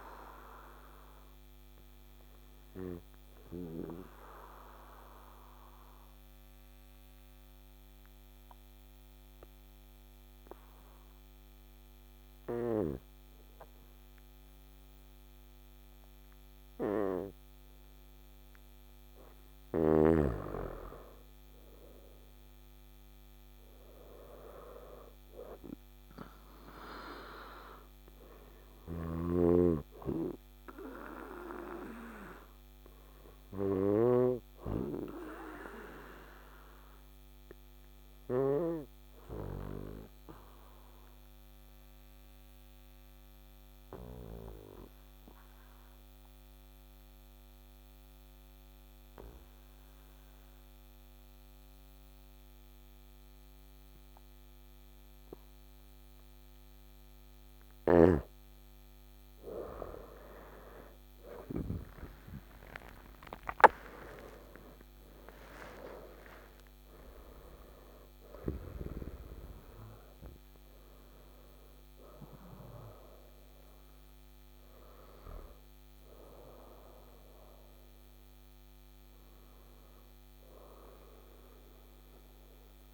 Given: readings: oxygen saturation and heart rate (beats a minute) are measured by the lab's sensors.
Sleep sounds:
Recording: breathing in sleep by a microphone on the trachea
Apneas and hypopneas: 2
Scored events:
1.00-18.00 s: obstructive apnea (oxygen 97% before, 90% lowest, heart rate 73 before, 55 extreme, up 6 after)
19.50-24.00 s: arousal
20.50-43.50 s: oxygen desaturation (device-marked, oxygen 99% before, 95% lowest, heart rate 56 before, 54 extreme)
28.50-57.00 s: obstructive apnea (oxygen 100% before, 90% lowest, heart rate 57 before, 54 extreme, up 15 after)
58.50-73.50 s: oxygen desaturation (device-marked, oxygen 98% before, 90% lowest, heart rate 55 before, 56 extreme)
59.00-64.50 s: arousal
From the record:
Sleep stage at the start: N2 (light sleep)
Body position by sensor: on the back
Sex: male

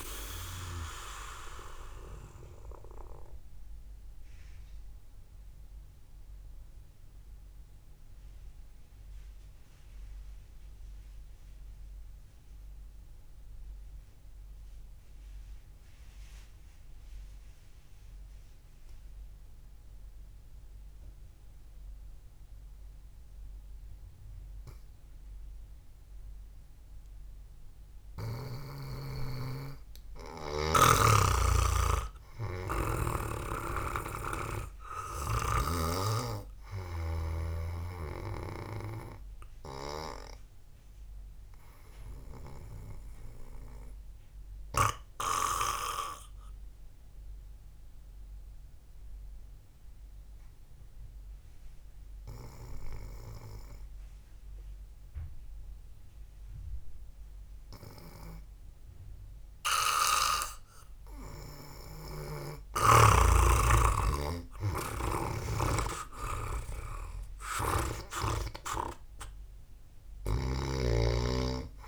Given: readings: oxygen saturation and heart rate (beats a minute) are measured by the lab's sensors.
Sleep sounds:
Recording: breathing in sleep by a room microphone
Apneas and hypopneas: 2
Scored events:
0.00-7.50 s: oxygen desaturation (device-marked, oxygen 92% lowest, heart rate 58 extreme)
4.00-29.50 s: mixed apnea (oxygen 98% before, 89% lowest, heart rate 61 before, 59 extreme, up 0 after)
16.50-23.50 s: oxygen desaturation (device-marked, oxygen 93% before, 89% lowest, heart rate 63 before, 59 extreme)
31.50-35.00 s: arousal
32.00-36.50 s: snoring (device-marked)
39.50-57.50 s: oxygen desaturation (device-marked, oxygen 97% before, 92% lowest, heart rate 68 before, 55 extreme)
43.50-61.50 s: hypopnea (oxygen 99% before, 90% lowest, heart rate 66 before, 55 extreme, up 0 after)
64.50-67.50 s: arousal
66.00-71.50 s: snoring (device-marked)
From the record:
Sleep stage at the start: N2 (light sleep)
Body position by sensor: on the back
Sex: male

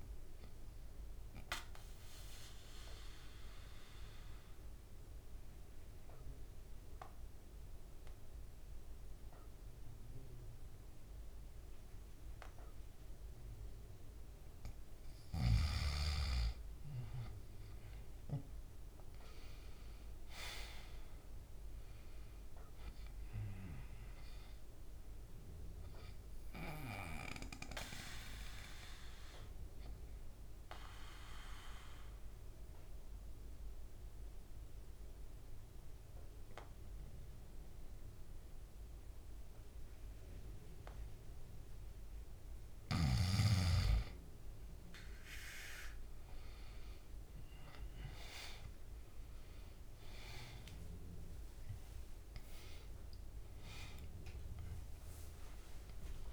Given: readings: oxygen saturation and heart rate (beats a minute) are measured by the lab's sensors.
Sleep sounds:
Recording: breathing in sleep by a room microphone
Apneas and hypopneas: 2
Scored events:
2.00-15.00 s: obstructive apnea (oxygen 98% before, 91% lowest, heart rate 70 before, 66 extreme, up 7 after)
2.00-16.00 s: oxygen desaturation (device-marked, oxygen 98% before, 92% lowest, heart rate 70 before, 66 extreme)
18.00-22.00 s: arousal
26.00-47.00 s: oxygen desaturation (device-marked, oxygen 98% before, 91% lowest, heart rate 69 before, 66 extreme)
30.50-42.50 s: obstructive apnea (oxygen 98% before, 89% lowest, heart rate 70 before, 66 extreme, up 6 after)
47.50-52.00 s: arousal
From the record:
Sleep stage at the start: N2 (light sleep)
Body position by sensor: on the back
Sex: male

